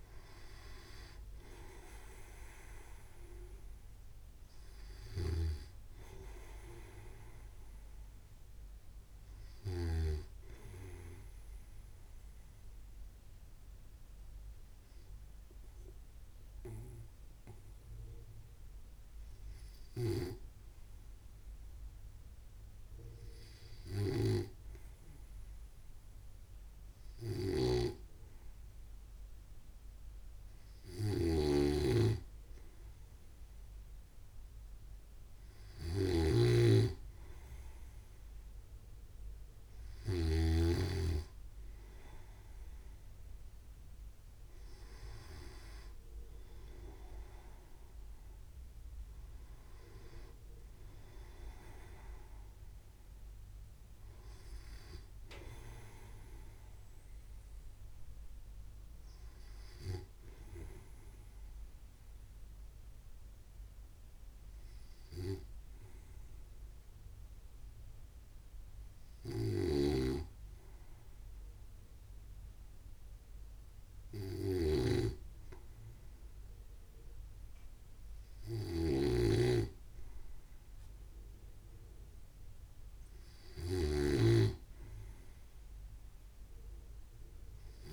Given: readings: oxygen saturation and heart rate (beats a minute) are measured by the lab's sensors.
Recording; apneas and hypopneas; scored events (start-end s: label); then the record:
breathing in sleep by a room microphone; 2
6.00-11.00 s: snoring (device-marked)
11.50-29.00 s: hypopnea (oxygen 95% before, 94% lowest, heart rate 65 before, 63 extreme, up 0 after)
28.00-41.00 s: snoring (device-marked)
40.50-46.00 s: arousal
62.50-77.50 s: hypopnea (oxygen 97% before, 94% lowest, heart rate 65 before, 64 extreme, up 1 after)
70.00-87.93 s: snoring (device-marked)
80.00-84.50 s: arousal
From the record:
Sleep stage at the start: N2 (light sleep); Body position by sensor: on the right side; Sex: male